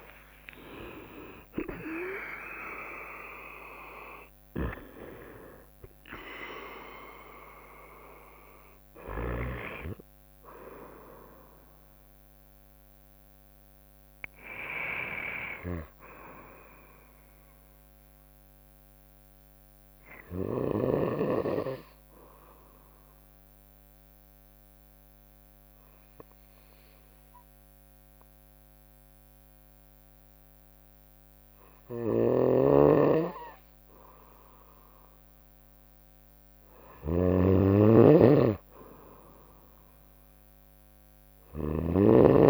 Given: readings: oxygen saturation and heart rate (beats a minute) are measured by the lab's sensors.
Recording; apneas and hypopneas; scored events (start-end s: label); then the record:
breathing in sleep by a microphone on the trachea; 1
0.00-1.50 s: long interval between heartbeats (device-marked, heart rate 80 extreme)
0.00-2.00 s: arousal
0.00-12.50 s: drop in pulse transit time (device-marked, heart rate 71 extreme)
0.00-24.50 s: oxygen desaturation (device-marked, oxygen 86% lowest, heart rate 60 extreme)
9.50-39.50 s: new sleep stage, N1 (lightest sleep)
20.50-34.00 s: obstructive apnea (oxygen 95% before, 86% lowest, heart rate 75 before, 59 extreme, up 2 after)
31.50-42.50 s: snoring (device-marked)
36.50-40.00 s: arousal
39.50-42.50 s: new sleep stage, N2 (light sleep)
From the record:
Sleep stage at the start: REM sleep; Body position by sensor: on the right side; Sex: female